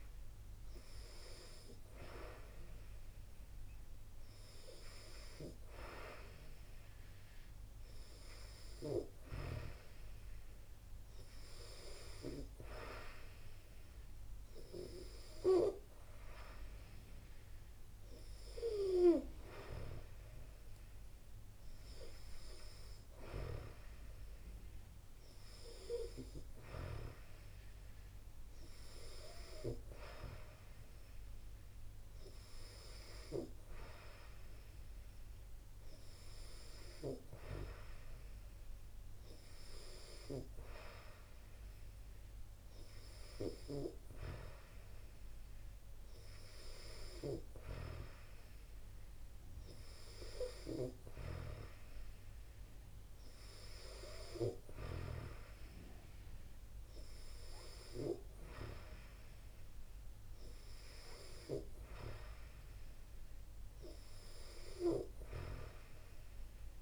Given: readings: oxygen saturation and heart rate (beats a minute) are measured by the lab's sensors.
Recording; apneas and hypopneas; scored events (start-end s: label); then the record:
breathing in sleep by a room microphone; none
none scored
From the record:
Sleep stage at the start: N2 (light sleep); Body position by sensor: on the back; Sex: female